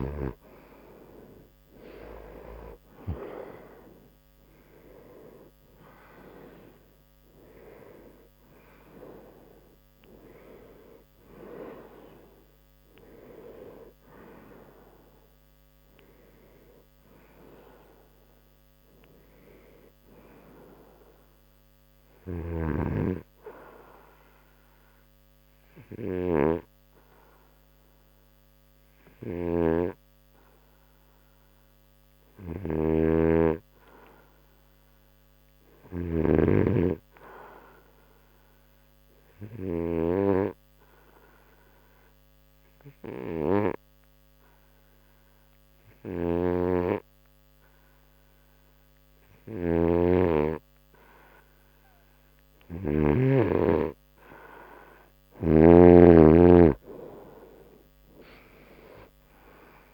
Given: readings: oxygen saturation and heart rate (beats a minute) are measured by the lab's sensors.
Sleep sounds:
breathing in sleep by a microphone on the trachea; 1
0.00-3.50 s: arousal
0.00-4.50 s: oxygen desaturation (device-marked, oxygen 92% lowest, heart rate 69 extreme)
23.50-37.50 s: oxygen desaturation (device-marked, oxygen 92% before, 86% lowest, heart rate 85 before, 67 extreme)
38.50-51.50 s: obstructive apnea (oxygen 96% before, 89% lowest, heart rate 78 before, 70 extreme, up 11 after)
56.50-59.94 s: arousal
From the record:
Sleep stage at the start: N2 (light sleep); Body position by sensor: on the right side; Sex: male

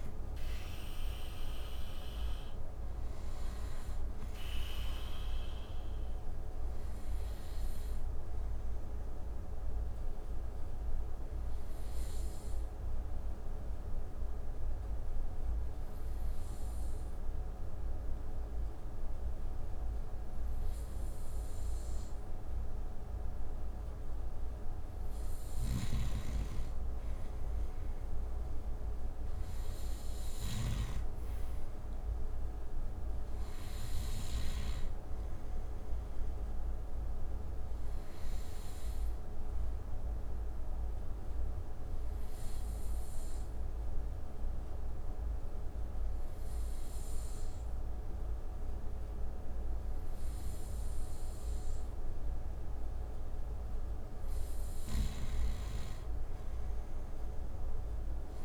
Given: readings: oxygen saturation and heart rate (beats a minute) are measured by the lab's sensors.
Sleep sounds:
breathing in sleep, hard to hear, by a room microphone; 2
0.00-22.00 s: oxygen desaturation (device-marked, oxygen 90% lowest)
5.00-22.50 s: obstructive apnea (oxygen 96% before, 90% lowest)
25.00-28.00 s: arousal
25.00-34.00 s: snoring (device-marked)
36.00-52.00 s: oxygen desaturation (device-marked, oxygen 96% before, 90% lowest)
37.00-53.00 s: obstructive apnea (oxygen 96% before, 90% lowest)
54.00-58.45 s: snoring (device-marked)
55.00-58.45 s: arousal
From the record:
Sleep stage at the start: N2 (light sleep); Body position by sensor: on the right side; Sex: male

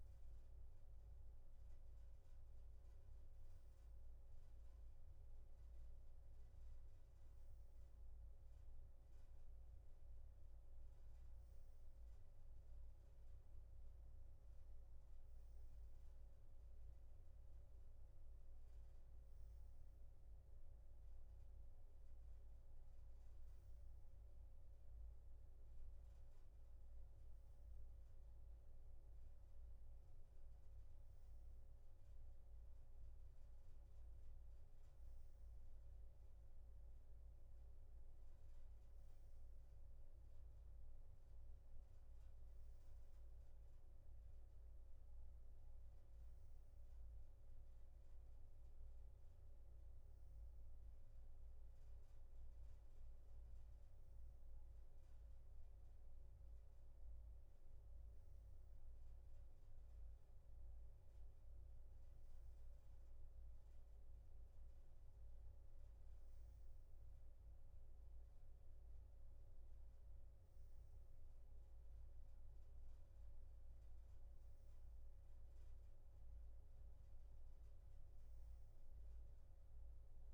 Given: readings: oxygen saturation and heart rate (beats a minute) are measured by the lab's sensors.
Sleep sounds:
breathing in sleep, hard to hear, by a room microphone; none
28.00-80.34 s: new sleep stage, N2 (light sleep)
From the record:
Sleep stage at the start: N3 (deep sleep); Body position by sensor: on the back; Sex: male

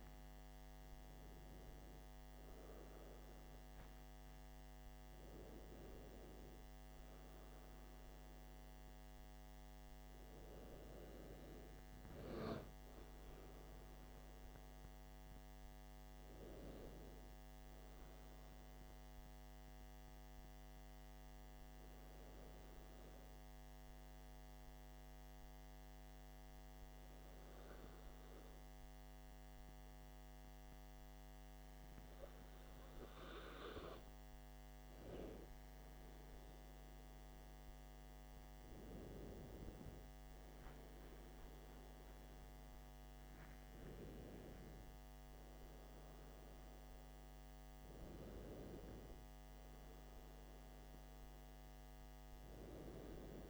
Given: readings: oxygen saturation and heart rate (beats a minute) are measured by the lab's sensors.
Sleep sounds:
breathing in sleep by a microphone on the trachea; 1
11.50-53.50 s: new sleep stage, N2 (light sleep)
19.50-35.00 s: hypopnea (oxygen 95% before, 92% lowest, heart rate 55 before, 53 extreme, up 6 after)
36.50-53.50 s: oxygen desaturation (device-marked, oxygen 95% before, 92% lowest, heart rate 55 before, 52 extreme)
37.00-40.00 s: arousal
From the record:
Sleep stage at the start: N1 (lightest sleep); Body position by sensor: on the back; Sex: male

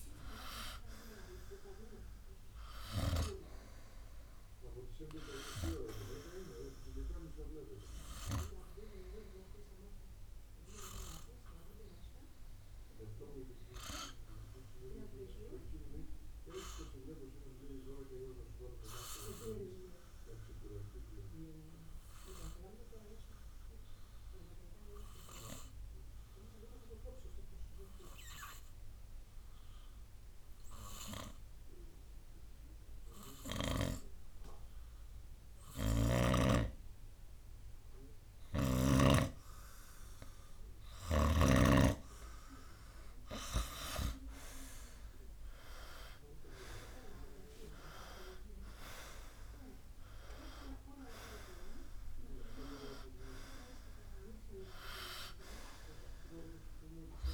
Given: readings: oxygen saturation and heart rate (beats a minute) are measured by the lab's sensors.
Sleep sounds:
breathing in sleep by a room microphone; 1
8.00-25.00 s: oxygen desaturation (device-marked, oxygen 96% before, 91% lowest, heart rate 65 before, 55 extreme)
15.50-37.00 s: obstructive apnea (oxygen 97% before, 90% lowest, heart rate 61 before, 55 extreme, up 6 after)
38.50-42.00 s: snoring (device-marked)
42.50-46.50 s: arousal
47.00-57.33 s: oxygen desaturation (device-marked, oxygen 97% before, 93% lowest, heart rate 60 before, 56 extreme)
From the record:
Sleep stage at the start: N2 (light sleep); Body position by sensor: on the right side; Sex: male

